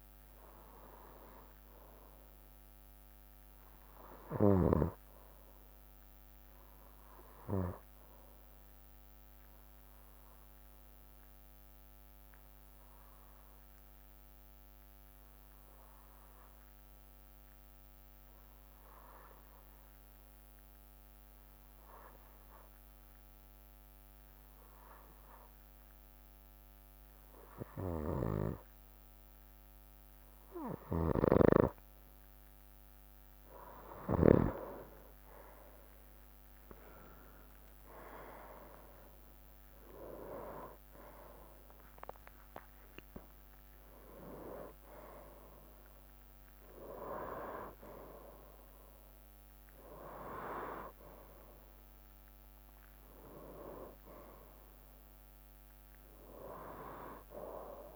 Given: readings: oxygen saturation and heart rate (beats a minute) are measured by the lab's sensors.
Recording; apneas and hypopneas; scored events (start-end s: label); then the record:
breathing in sleep by a microphone on the trachea; 1
0.00-3.00 s: oxygen desaturation (device-marked, oxygen 90% lowest, heart rate 65 extreme)
9.00-29.00 s: obstructive apnea (oxygen 97% before, 92% lowest, heart rate 67 before, 65 extreme, up 1 after)
27.00-47.00 s: oxygen desaturation (device-marked, oxygen 97% before, 92% lowest, heart rate 67 before, 65 extreme)
30.50-34.00 s: snoring (device-marked)
33.00-37.00 s: arousal
37.00-50.00 s: drop in pulse transit time (device-marked, heart rate 66 before, 67 extreme)
From the record:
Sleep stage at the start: N2 (light sleep); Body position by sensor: on the right side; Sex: male